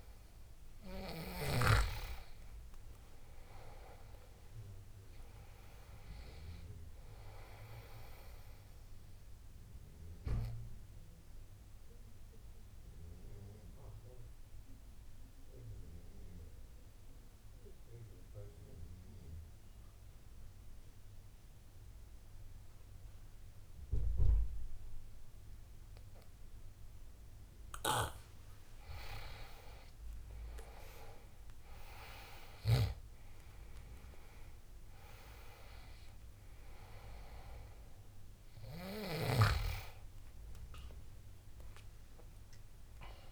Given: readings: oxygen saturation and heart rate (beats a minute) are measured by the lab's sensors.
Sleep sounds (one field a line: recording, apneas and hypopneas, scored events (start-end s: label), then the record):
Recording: breathing in sleep by a room microphone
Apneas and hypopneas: 1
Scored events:
0.00-1.00 s: arousal
6.00-24.00 s: oxygen desaturation (device-marked, oxygen 97% before, 92% lowest, heart rate 73 before, 75 extreme)
9.00-27.50 s: obstructive apnea (oxygen 97% before, 85% lowest, heart rate 73 before, 75 extreme, up 7 after)
29.00-32.50 s: arousal
36.00-43.31 s: oxygen desaturation (device-marked, oxygen 97% before, 85% lowest, heart rate 78 before, 69 extreme)
From the record:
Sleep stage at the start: N2 (light sleep)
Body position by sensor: on the back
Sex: male